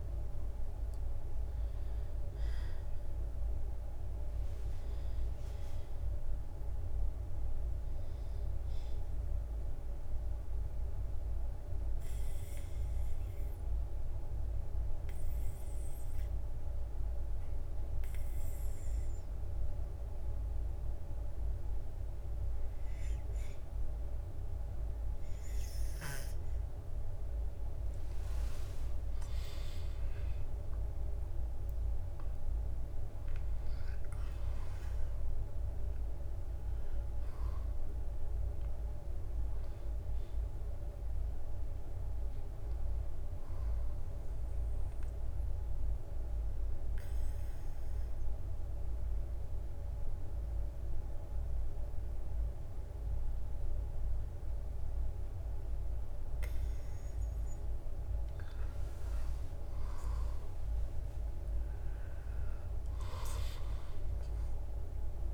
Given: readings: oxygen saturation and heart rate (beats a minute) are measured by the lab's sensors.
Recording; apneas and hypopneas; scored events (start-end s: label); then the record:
breathing in sleep, hard to hear, by a room microphone; 2
0.00-9.50 s: drop in pulse transit time (device-marked, heart rate 65 extreme)
9.50-28.00 s: obstructive apnea (oxygen 97% before, 95% lowest, heart rate 66 before, 55 extreme, up 12 after)
23.50-29.50 s: bradycardia (device-marked, heart rate 67 before, 55 extreme)
30.00-34.50 s: arousal
34.50-45.50 s: drop in pulse transit time (device-marked, heart rate 60 before, 64 extreme)
45.00-58.50 s: obstructive apnea (oxygen 97% before, 95% lowest, heart rate 62 before, 59 extreme, up 9 after)
48.50-52.50 s: bradycardia (device-marked, heart rate 67 before, 59 extreme)
62.50-65.34 s: arousal
From the record:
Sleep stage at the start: N2 (light sleep); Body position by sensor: on the back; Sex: male